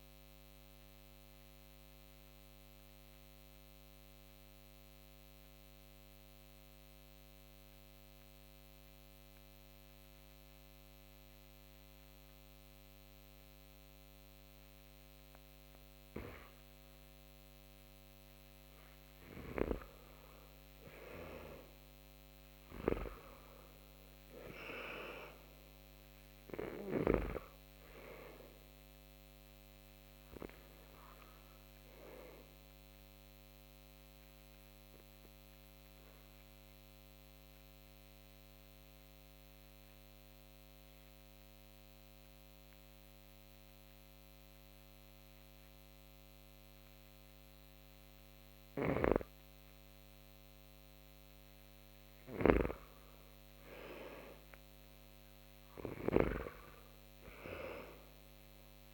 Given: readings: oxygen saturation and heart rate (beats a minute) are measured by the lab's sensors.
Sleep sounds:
breathing in sleep by a microphone on the trachea; 2
0.00-10.00 s: oxygen desaturation (device-marked, oxygen 86% lowest)
0.50-19.00 s: obstructive apnea (oxygen 96% before, 86% lowest)
22.50-25.50 s: arousal
32.00-48.00 s: oxygen desaturation (device-marked, oxygen 96% before, 88% lowest)
33.00-51.50 s: obstructive apnea (oxygen 97% before, 87% lowest)
48.00-55.50 s: snoring (device-marked)
54.50-57.50 s: arousal
From the record:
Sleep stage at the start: N2 (light sleep); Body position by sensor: on the back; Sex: male

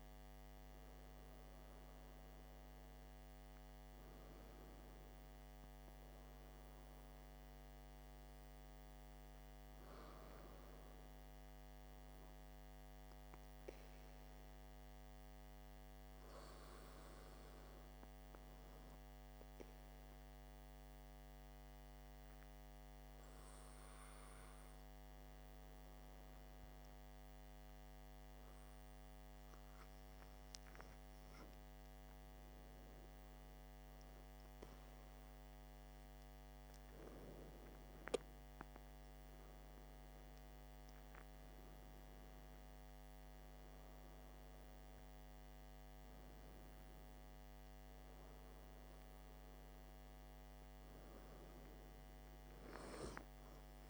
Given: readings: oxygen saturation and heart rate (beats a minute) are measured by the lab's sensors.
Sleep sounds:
breathing in sleep, hard to hear, by a microphone on the trachea; 1
0.00-1.50 s: arousal
20.50-35.00 s: hypopnea (oxygen 96% before, 94% lowest, heart rate 57 before, 53 extreme, up 11 after)
37.00-41.00 s: arousal
From the record:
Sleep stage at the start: N2 (light sleep); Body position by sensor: on the back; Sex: male

